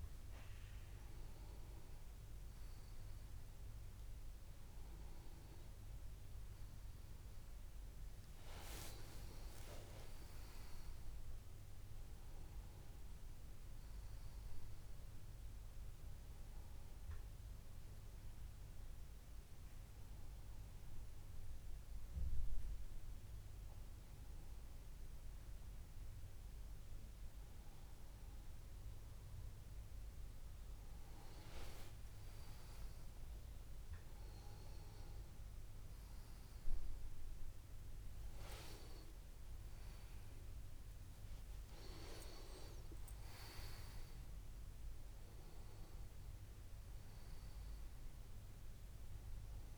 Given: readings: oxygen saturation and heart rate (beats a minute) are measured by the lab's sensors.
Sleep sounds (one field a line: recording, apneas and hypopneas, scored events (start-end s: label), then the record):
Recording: a person awake in a sleep study, by a room microphone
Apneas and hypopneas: none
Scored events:
none scored
From the record:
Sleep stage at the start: awake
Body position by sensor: on the left side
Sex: male